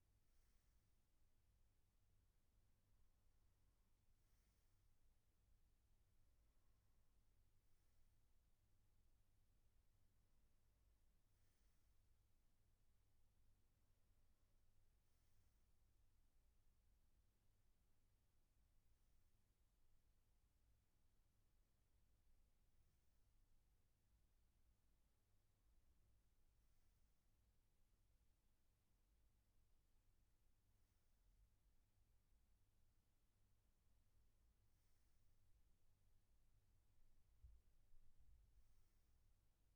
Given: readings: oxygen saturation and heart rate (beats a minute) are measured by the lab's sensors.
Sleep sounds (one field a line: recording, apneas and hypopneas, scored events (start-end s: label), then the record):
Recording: breathing in sleep, hard to hear, by a room microphone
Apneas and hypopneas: none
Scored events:
none scored
From the record:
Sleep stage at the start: N2 (light sleep)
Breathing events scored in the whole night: 129 in 4.0 hours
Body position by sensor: on the back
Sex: male